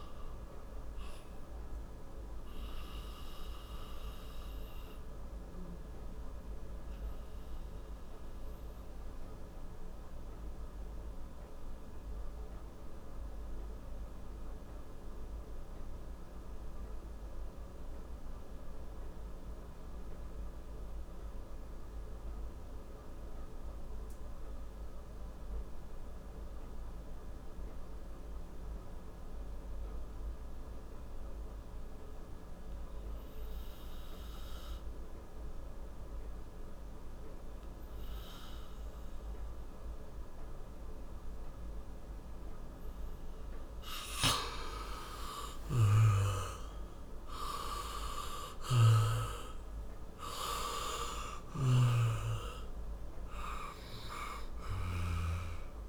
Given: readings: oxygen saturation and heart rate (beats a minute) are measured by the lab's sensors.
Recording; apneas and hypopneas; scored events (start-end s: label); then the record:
breathing in sleep by a room microphone; 1
1.00-41.50 s: obstructive apnea (oxygen 97% before, 86% lowest, heart rate 69 before, 54 extreme, up 11 after)
6.50-23.50 s: oxygen desaturation (device-marked, oxygen 93% before, 86% lowest, heart rate 70 before, 54 extreme)
44.50-55.89 s: oxygen desaturation (device-marked, oxygen 96% before, 86% lowest, heart rate 61 before, 56 extreme)
46.00-52.00 s: arousal
51.00-55.00 s: snoring (device-marked)
From the record:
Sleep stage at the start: N2 (light sleep); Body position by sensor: on the back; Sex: male